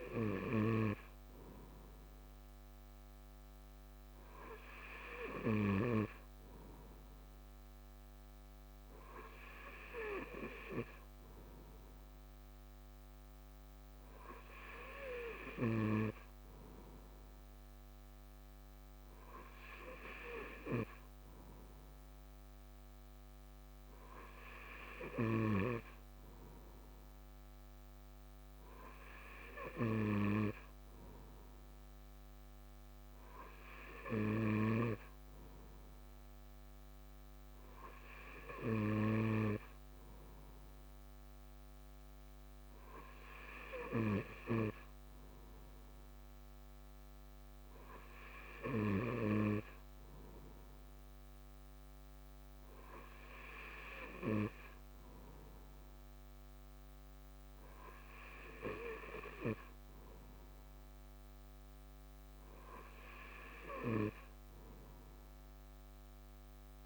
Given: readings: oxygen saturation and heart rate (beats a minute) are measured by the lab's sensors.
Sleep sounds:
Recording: breathing in sleep by a microphone on the trachea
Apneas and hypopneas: none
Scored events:
none scored
From the record:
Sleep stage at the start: N2 (light sleep)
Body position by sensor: on the right side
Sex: male

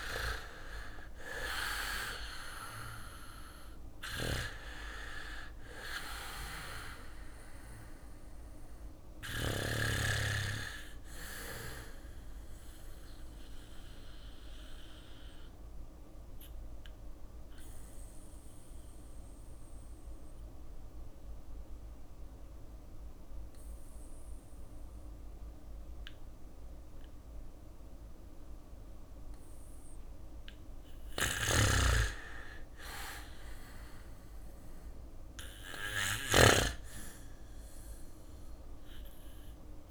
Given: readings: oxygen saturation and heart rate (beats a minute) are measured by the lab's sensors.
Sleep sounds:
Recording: breathing in sleep by a room microphone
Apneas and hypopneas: 1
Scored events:
0.00-8.50 s: drop in pulse transit time (device-marked, heart rate 58 extreme)
0.00-24.50 s: oxygen desaturation (device-marked, oxygen 91% lowest, heart rate 58 extreme)
12.50-28.50 s: obstructive apnea (oxygen 98% before, 89% lowest, heart rate 59 before, 61 extreme, up 2 after)
30.00-35.00 s: snoring (device-marked)
30.50-35.00 s: arousal
34.50-39.91 s: drop in pulse transit time (device-marked, heart rate 63 before, 61 extreme)
From the record:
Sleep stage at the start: REM sleep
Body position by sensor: on the back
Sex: male

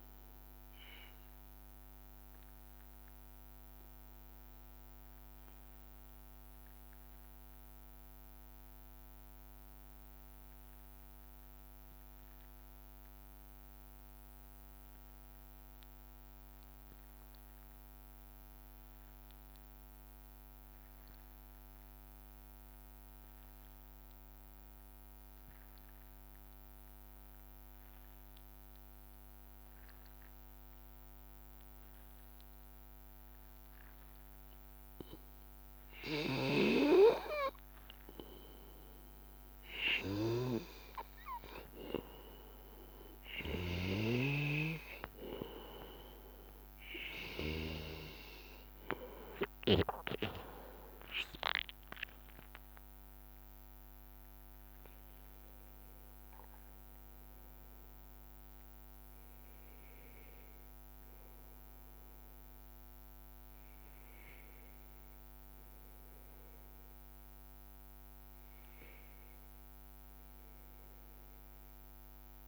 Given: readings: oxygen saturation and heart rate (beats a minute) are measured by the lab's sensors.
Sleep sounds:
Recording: breathing in sleep by a microphone on the trachea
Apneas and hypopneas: 1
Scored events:
0.00-15.00 s: oxygen desaturation (device-marked, oxygen 91% lowest, heart rate 82 extreme)
1.50-33.50 s: obstructive apnea (oxygen 97% before, 91% lowest, heart rate 86 before, 82 extreme, up 2 after)
33.00-72.48 s: oxygen desaturation (device-marked, oxygen 98% before, 92% lowest, heart rate 82 before, 82 extreme)
34.50-39.50 s: arousal
46.00-48.00 s: long interval between heartbeats (device-marked, heart rate 83 before, 86 extreme)
From the record:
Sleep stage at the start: N2 (light sleep)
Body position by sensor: on the back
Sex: male

